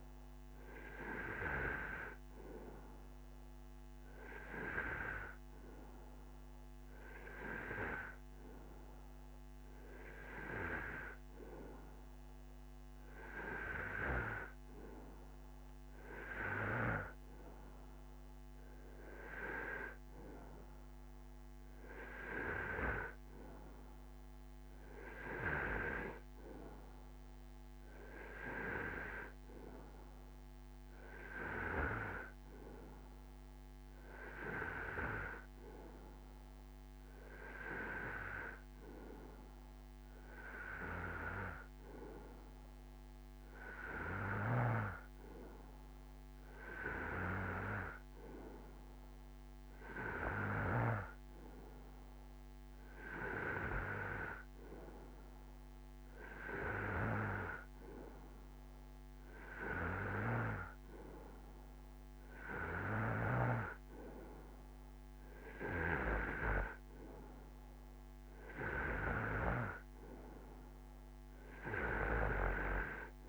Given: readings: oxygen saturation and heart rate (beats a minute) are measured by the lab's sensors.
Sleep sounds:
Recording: breathing in sleep by a microphone on the trachea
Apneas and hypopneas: none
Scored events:
none scored
From the record:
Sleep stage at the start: N2 (light sleep)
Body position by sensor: on the right side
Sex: male

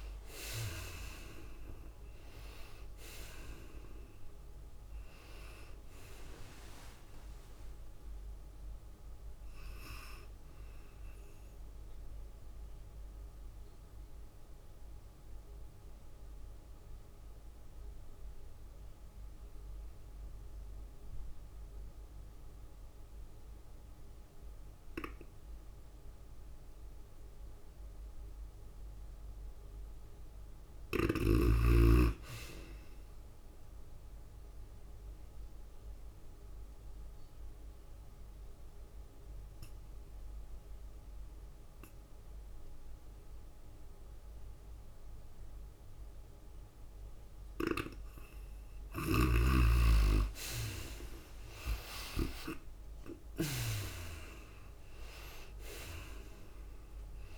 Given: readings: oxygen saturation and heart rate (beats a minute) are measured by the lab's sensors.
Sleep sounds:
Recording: breathing in sleep by a room microphone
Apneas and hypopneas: 2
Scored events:
0.00-14.00 s: drop in pulse transit time (device-marked, heart rate 99 extreme)
0.00-16.00 s: oxygen desaturation (device-marked, oxygen 70% lowest, heart rate 90 extreme)
0.00-16.00 s: tachycardia (device-marked, heart rate 107 extreme)
14.50-28.50 s: obstructive apnea (oxygen 93% before, 69% lowest, heart rate 102 before, 95 extreme, up 1 after)
29.00-48.00 s: oxygen desaturation (device-marked, oxygen 97% before, 77% lowest, heart rate 101 before, 96 extreme)
30.00-33.00 s: arousal
36.00-48.50 s: obstructive apnea (oxygen 98% before, 69% lowest, heart rate 97 before, 97 extreme, up 5 after)
49.50-54.50 s: snoring (device-marked)
50.00-53.50 s: arousal
50.00-57.37 s: oxygen desaturation (device-marked, oxygen 85% before, 69% lowest, heart rate 97 before, 93 extreme)
52.00-57.37 s: tachycardia (device-marked, heart rate 95 before, 107 extreme)
54.00-57.37 s: drop in pulse transit time (device-marked, heart rate 98 before, 100 extreme)
From the record:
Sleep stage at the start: N2 (light sleep)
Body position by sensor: on the right side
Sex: female

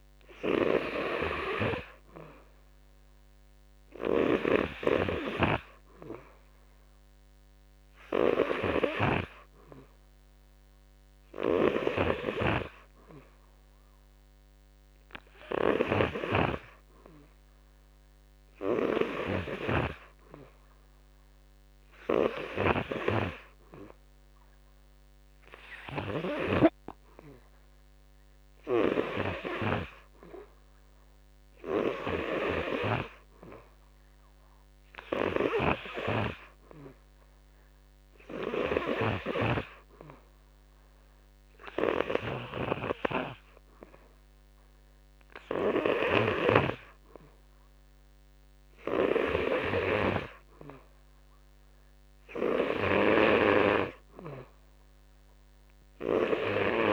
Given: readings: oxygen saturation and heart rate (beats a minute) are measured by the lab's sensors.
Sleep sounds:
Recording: breathing in sleep by a microphone on the trachea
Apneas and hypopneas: none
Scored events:
15.50-19.50 s: snoring (device-marked)
35.00-39.00 s: snoring (device-marked)
From the record:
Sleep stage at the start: N2 (light sleep)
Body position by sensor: on the back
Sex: male

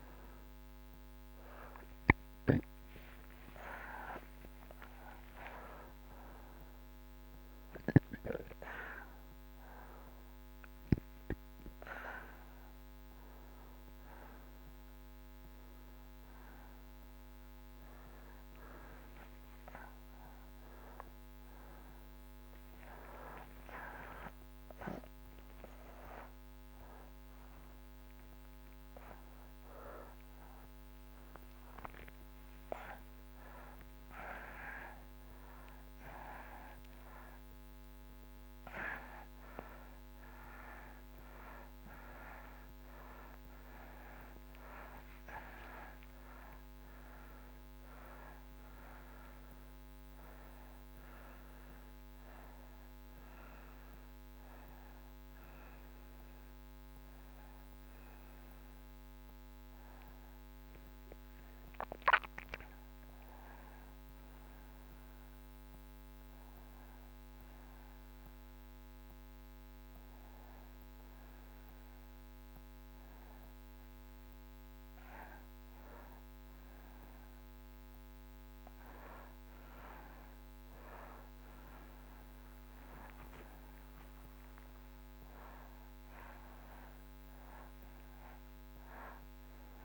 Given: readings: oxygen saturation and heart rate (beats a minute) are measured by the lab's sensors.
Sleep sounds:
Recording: a person awake in a sleep study, by a microphone on the trachea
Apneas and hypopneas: none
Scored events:
0.50-13.50 s: oxygen desaturation (device-marked, oxygen 96% before, 86% lowest)
39.50-65.50 s: oxygen desaturation (device-marked, oxygen 95% before, 91% lowest)
From the record:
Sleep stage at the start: awake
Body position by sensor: on the back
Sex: male

